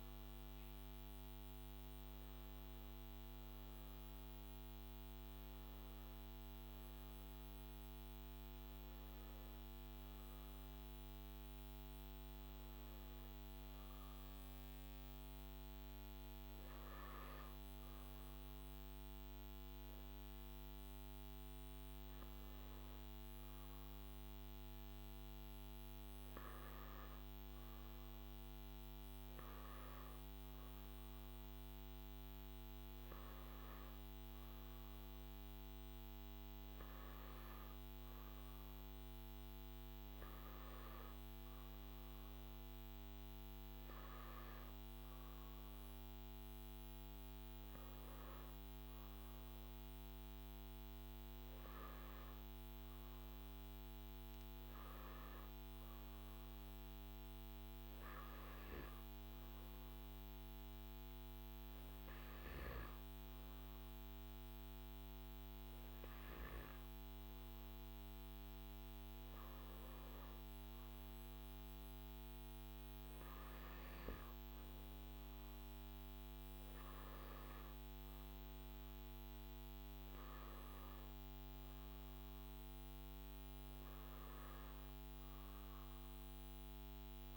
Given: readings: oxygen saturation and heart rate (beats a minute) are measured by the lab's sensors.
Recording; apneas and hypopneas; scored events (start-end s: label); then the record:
breathing in sleep, hard to hear, by a microphone on the trachea; none
1.00-12.00 s: oxygen desaturation (device-marked, oxygen 98% before, 95% lowest, heart rate 51 before, 48 extreme)
48.00-87.37 s: new sleep stage, N3 (deep sleep)
From the record:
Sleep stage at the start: N2 (light sleep); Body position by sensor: on the back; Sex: male